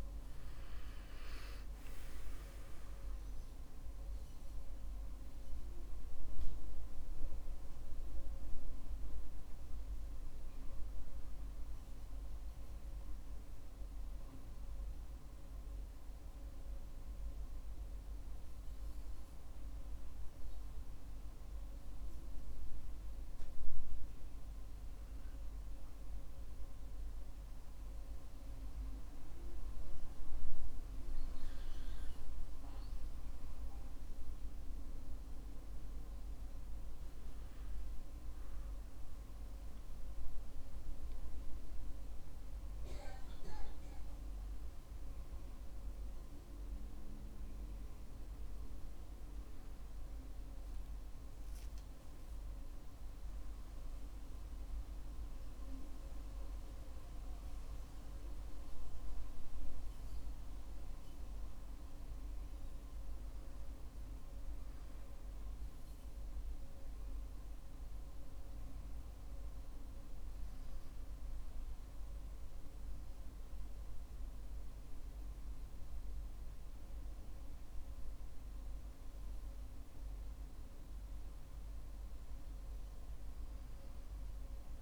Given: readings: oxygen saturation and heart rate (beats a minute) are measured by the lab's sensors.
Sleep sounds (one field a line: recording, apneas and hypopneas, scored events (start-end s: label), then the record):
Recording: breathing in sleep, hard to hear, by a room microphone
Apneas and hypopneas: 1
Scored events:
8.50-84.82 s: new sleep stage, N2 (light sleep)
9.00-12.50 s: arousal
17.00-31.50 s: mixed apnea (oxygen 97% before, 95% lowest, heart rate 58 before, 53 extreme, up 7 after)
39.50-45.00 s: arousal
From the record:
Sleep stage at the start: N1 (lightest sleep)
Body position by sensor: on the back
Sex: male